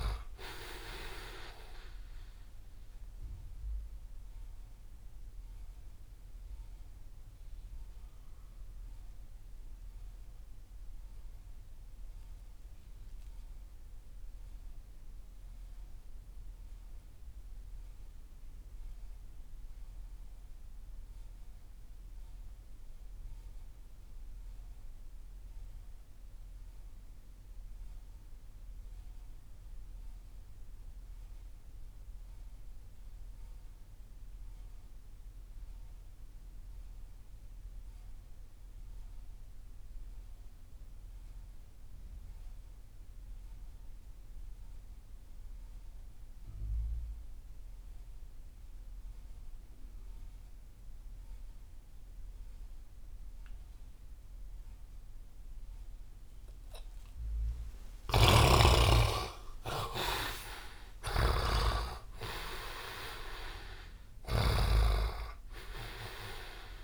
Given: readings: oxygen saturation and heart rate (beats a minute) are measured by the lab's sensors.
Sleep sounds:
breathing in sleep by a room microphone; 1
0.00-17.00 s: oxygen desaturation (device-marked, oxygen 53% lowest)
3.00-57.50 s: mixed apnea (oxygen 82% before, 46% lowest)
22.00-66.84 s: oxygen desaturation (device-marked, oxygen 98% before, 46% lowest)
58.00-65.00 s: snoring (device-marked)
59.00-62.50 s: arousal
From the record:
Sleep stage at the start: REM sleep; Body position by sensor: on the right side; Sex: male

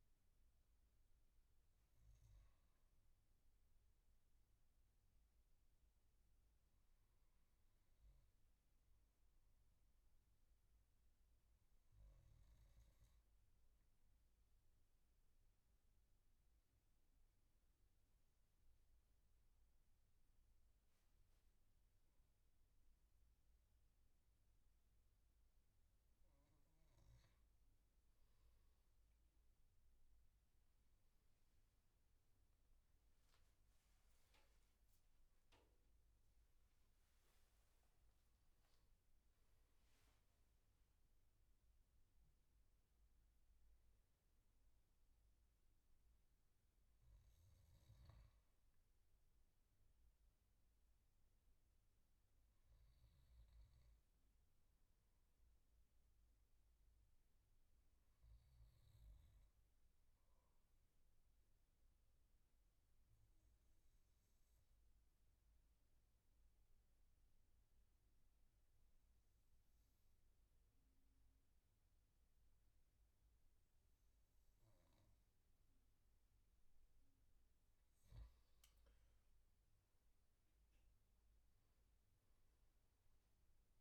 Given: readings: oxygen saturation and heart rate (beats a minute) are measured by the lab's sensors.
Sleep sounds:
breathing in sleep, hard to hear, by a room microphone; 2
0.00-2.50 s: arousal
4.00-26.00 s: obstructive apnea (oxygen 98% before, 95% lowest, heart rate 74 before, 70 extreme, up 9 after)
28.00-32.00 s: arousal
54.00-75.00 s: obstructive apnea (oxygen 98% before, 94% lowest, heart rate 78 before, 69 extreme, up 9 after)
77.00-81.00 s: arousal
78.50-83.81 s: oxygen desaturation (device-marked, oxygen 97% before, 94% lowest, heart rate 75 before, 69 extreme)
From the record:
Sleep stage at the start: N2 (light sleep); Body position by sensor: on the back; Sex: male

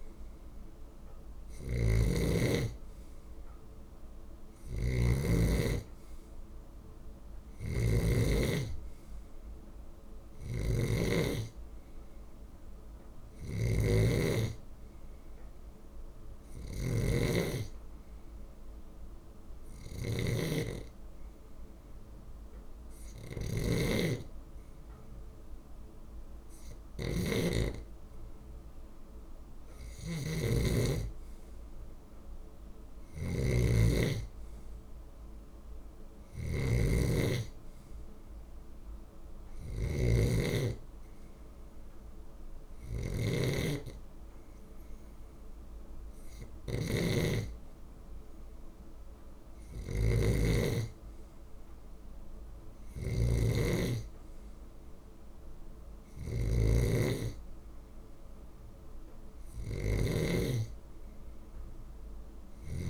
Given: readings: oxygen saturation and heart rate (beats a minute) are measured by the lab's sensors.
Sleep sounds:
breathing in sleep by a room microphone; 1
0.00-62.90 s: snoring (device-marked)
16.00-27.00 s: hypopnea (oxygen 96% before, 93% lowest)
30.00-33.50 s: arousal
From the record:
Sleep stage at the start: N2 (light sleep); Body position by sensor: on the left side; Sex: male

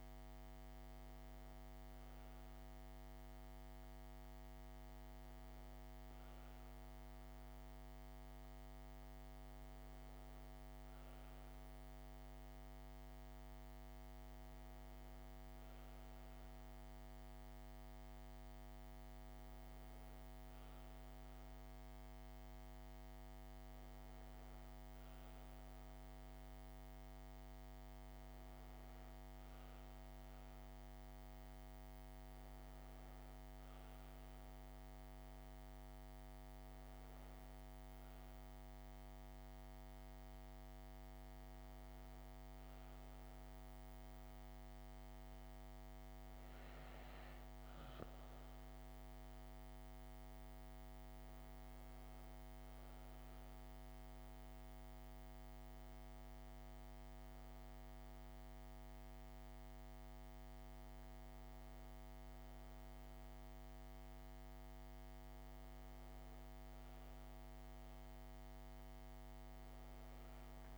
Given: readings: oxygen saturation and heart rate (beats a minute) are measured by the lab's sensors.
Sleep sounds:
breathing in sleep, hard to hear, by a microphone on the trachea; none
none scored
From the record:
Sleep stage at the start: N1 (lightest sleep); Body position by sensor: on the back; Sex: female

